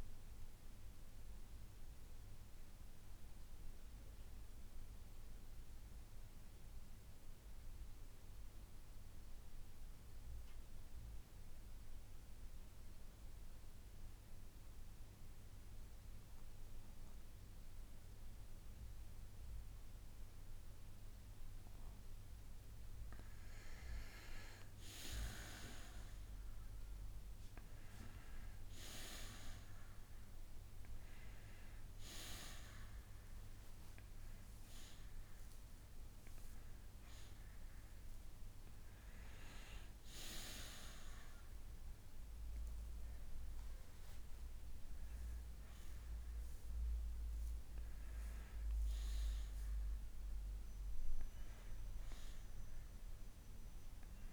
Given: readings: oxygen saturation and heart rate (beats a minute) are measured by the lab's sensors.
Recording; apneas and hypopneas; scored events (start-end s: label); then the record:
breathing in sleep by a room microphone; 1
0.50-22.00 s: central apnea (oxygen 94% before, 89% lowest, heart rate 68 before, 62 extreme, up 13 after)
23.50-27.50 s: arousal
26.00-45.00 s: oxygen desaturation (device-marked, oxygen 97% before, 89% lowest, heart rate 68 before, 68 extreme)
From the record:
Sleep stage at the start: N2 (light sleep); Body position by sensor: on the back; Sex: male